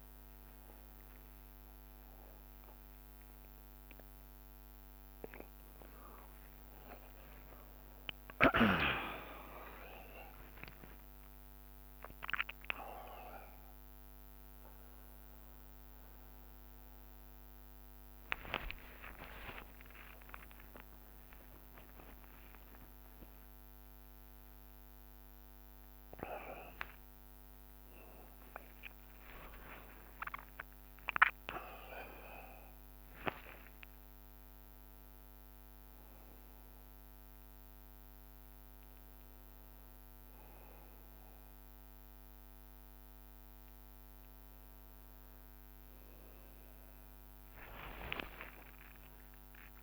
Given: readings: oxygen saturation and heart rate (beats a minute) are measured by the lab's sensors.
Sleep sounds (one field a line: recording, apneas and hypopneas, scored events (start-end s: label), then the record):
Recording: a person awake in a sleep study, by a microphone on the trachea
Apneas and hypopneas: none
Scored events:
0.00-49.83 s: bradycardia (device-marked)
3.00-5.00 s: long interval between heartbeats (device-marked)
7.50-9.50 s: long interval between heartbeats (device-marked)
7.50-17.50 s: drop in pulse transit time (device-marked)
18.50-27.50 s: oxygen desaturation (device-marked, oxygen 95% before, 92% lowest)
19.50-21.50 s: long interval between heartbeats (device-marked, heart rate 36 before, 36 extreme)
22.50-24.50 s: long interval between heartbeats (device-marked, heart rate 37 before, 36 extreme)
30.00-32.00 s: long interval between heartbeats (device-marked)
47.50-49.83 s: drop in pulse transit time (device-marked)
From the record:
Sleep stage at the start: awake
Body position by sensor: on the back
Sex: male